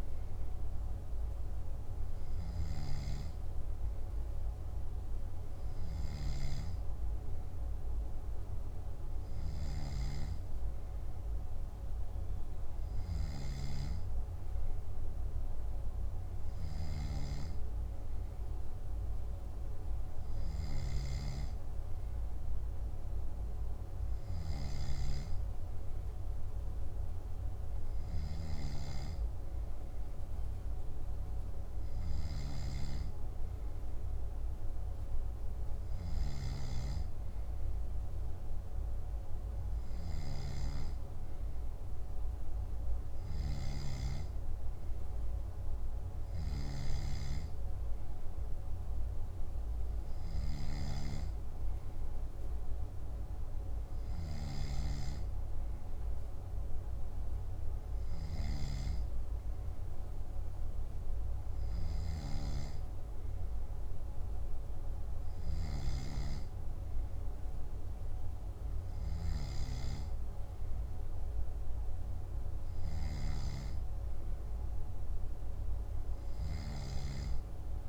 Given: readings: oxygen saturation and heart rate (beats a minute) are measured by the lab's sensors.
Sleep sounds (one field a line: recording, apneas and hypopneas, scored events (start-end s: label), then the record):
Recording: breathing in sleep by a room microphone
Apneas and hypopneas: none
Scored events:
none scored
From the record:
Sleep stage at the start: N2 (light sleep)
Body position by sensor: on the back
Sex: male